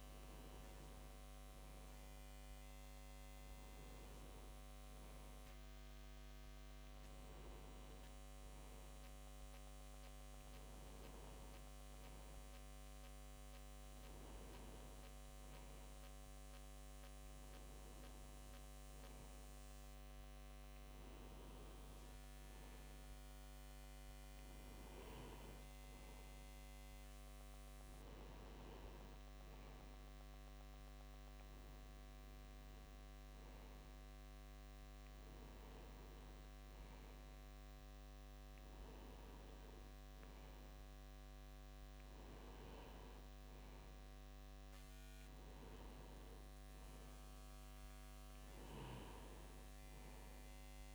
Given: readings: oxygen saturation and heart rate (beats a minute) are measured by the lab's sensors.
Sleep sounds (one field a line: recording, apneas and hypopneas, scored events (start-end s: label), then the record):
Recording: breathing in sleep, hard to hear, by a microphone on the trachea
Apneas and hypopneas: none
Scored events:
none scored
From the record:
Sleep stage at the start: N2 (light sleep)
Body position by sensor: on the left side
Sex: male